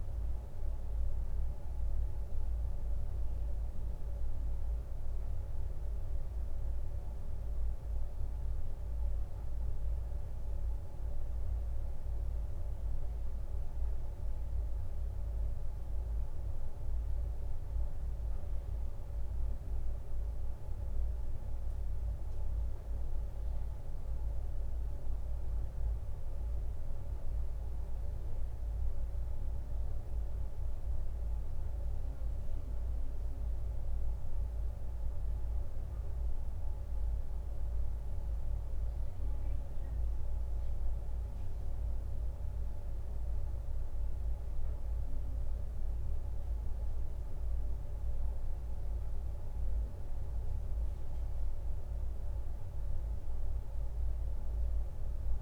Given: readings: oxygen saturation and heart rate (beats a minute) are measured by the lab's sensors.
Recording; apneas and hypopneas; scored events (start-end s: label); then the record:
breathing in sleep, hard to hear, by a room microphone; none
none scored
From the record:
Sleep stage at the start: N1 (lightest sleep); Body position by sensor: on the right side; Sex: male